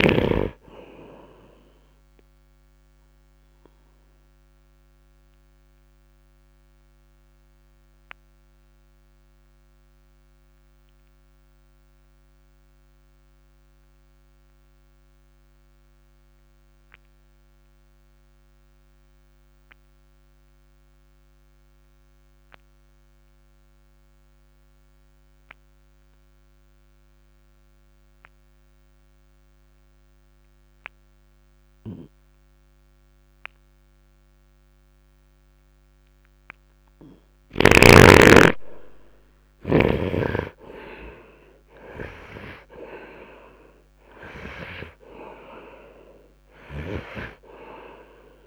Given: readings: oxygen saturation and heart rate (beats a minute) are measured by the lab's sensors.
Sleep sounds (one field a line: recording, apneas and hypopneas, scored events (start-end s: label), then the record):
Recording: breathing in sleep by a microphone on the trachea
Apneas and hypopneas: 1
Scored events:
0.00-28.00 s: oxygen desaturation (device-marked, oxygen 75% lowest, heart rate 51 extreme)
4.50-37.00 s: obstructive apnea (oxygen 98% before, 74% lowest, heart rate 57 before, 51 extreme, up 6 after)
30.00-48.47 s: oxygen desaturation (device-marked, oxygen 95% before, 74% lowest, heart rate 65 before, 51 extreme)
38.50-42.50 s: arousal
46.50-48.47 s: snoring (device-marked)
From the record:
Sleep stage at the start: N2 (light sleep)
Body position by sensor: on the right side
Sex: male